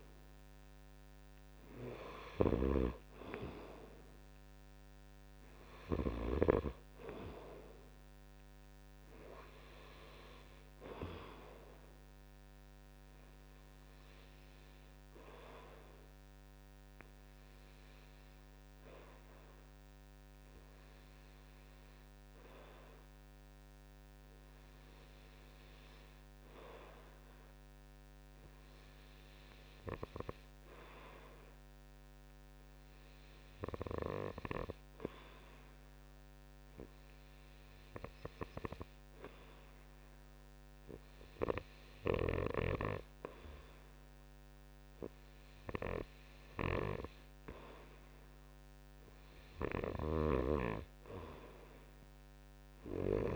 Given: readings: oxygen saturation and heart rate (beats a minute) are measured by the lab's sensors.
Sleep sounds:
breathing in sleep by a microphone on the trachea; 1
13.50-49.00 s: obstructive apnea (oxygen 94% before, 90% lowest)
42.50-53.35 s: oxygen desaturation (device-marked, oxygen 98% before, 92% lowest)
50.00-53.35 s: snoring (device-marked)
From the record:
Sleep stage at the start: N2 (light sleep); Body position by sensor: on the right side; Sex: male

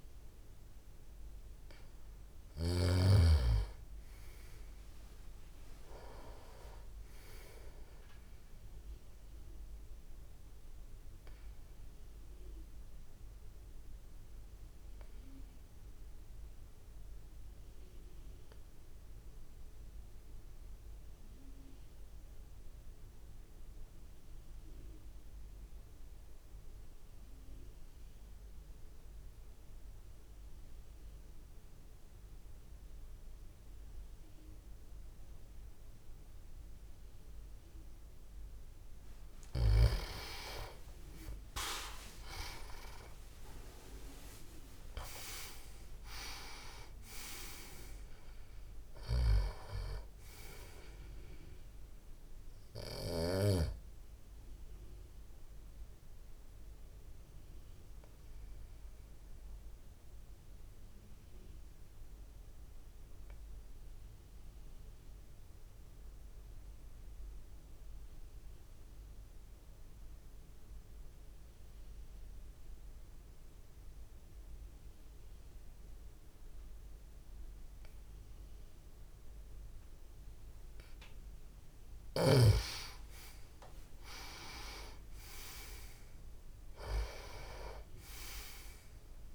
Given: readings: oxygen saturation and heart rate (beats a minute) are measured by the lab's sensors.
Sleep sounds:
breathing in sleep by a room microphone; 2
0.00-3.00 s: snoring (device-marked)
0.00-19.00 s: oxygen desaturation (device-marked, oxygen 90% lowest)
10.00-39.00 s: obstructive apnea (oxygen 98% before, 88% lowest)
37.00-67.00 s: oxygen desaturation (device-marked, oxygen 97% before, 88% lowest)
40.50-45.50 s: arousal
49.00-53.50 s: snoring (device-marked)
56.00-80.50 s: obstructive apnea (oxygen 97% before, 88% lowest)
80.00-89.35 s: tachycardia (device-marked)
82.00-89.35 s: oxygen desaturation (device-marked, oxygen 98% before, 88% lowest)
82.50-86.50 s: arousal
From the record:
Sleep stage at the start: N2 (light sleep); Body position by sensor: on the back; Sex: male

